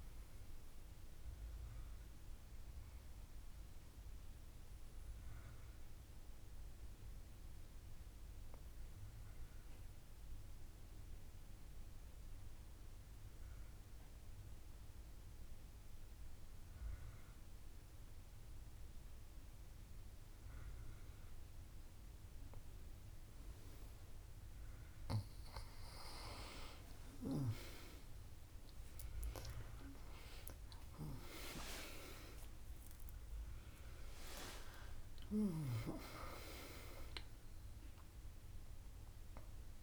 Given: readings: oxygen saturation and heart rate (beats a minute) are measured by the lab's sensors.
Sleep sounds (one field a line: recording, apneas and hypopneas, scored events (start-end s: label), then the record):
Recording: breathing in sleep by a room microphone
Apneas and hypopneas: 1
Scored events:
0.00-7.00 s: oxygen desaturation (device-marked, oxygen 92% lowest, heart rate 61 extreme)
4.00-24.00 s: obstructive apnea (oxygen 98% before, 92% lowest, heart rate 83 before, 61 extreme, up 40 after)
27.50-32.50 s: arousal
From the record:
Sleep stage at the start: N2 (light sleep)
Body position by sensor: on the back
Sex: female